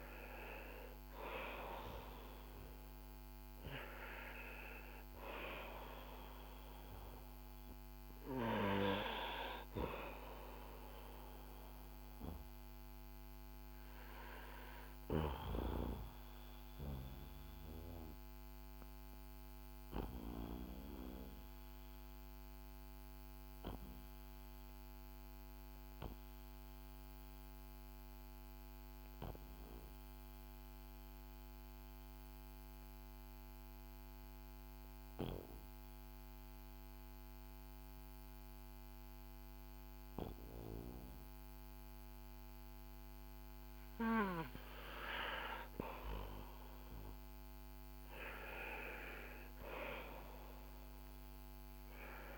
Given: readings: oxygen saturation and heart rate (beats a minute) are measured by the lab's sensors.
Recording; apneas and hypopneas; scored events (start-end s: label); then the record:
breathing in sleep by a microphone on the trachea; 1
0.00-5.00 s: arousal
16.00-43.50 s: obstructive apnea (oxygen 96% before, 91% lowest, heart rate 56 before, 38 extreme, up 8 after)
20.00-37.00 s: oxygen desaturation (device-marked, oxygen 94% before, 91% lowest, heart rate 55 before, 44 extreme)
From the record:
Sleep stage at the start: N2 (light sleep); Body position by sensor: on the back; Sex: male